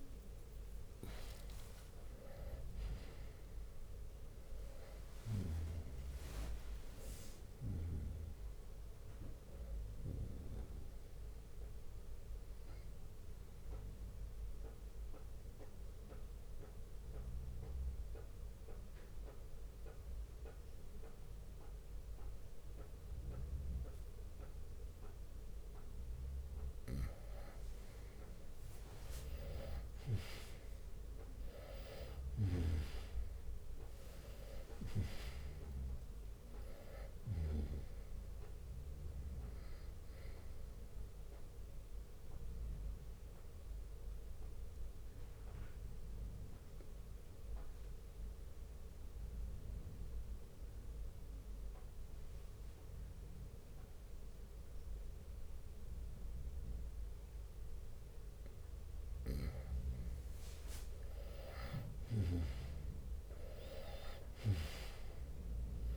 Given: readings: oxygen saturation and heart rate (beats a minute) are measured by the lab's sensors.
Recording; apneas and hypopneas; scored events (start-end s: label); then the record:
breathing in sleep by a room microphone; 2
0.00-3.00 s: arousal
0.00-14.50 s: drop in pulse transit time (device-marked, heart rate 67 extreme)
0.00-21.50 s: oxygen desaturation (device-marked, oxygen 90% lowest, heart rate 59 extreme)
1.50-3.50 s: long interval between heartbeats (device-marked, heart rate 64 before, 71 extreme)
4.00-6.00 s: long interval between heartbeats (device-marked, heart rate 65 before, 76 extreme)
12.00-26.50 s: central apnea (oxygen 98% before, 90% lowest, heart rate 69 before, 59 extreme, up 10 after)
17.50-21.50 s: bradycardia (device-marked, heart rate 69 before, 59 extreme)
29.00-33.00 s: arousal
30.50-41.50 s: drop in pulse transit time (device-marked, heart rate 62 before, 65 extreme)
36.50-54.50 s: oxygen desaturation (device-marked, oxygen 98% before, 91% lowest, heart rate 63 before, 59 extreme)
42.00-58.50 s: obstructive apnea (oxygen 98% before, 91% lowest, heart rate 65 before, 59 extreme, up 10 after)
61.00-65.50 s: arousal
62.50-65.97 s: oxygen desaturation (device-marked, oxygen 97% before, 91% lowest, heart rate 61 before, 58 extreme)
64.50-65.97 s: drop in pulse transit time (device-marked, heart rate 61 before, 68 extreme)
From the record:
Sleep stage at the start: N2 (light sleep); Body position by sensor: on the right side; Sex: male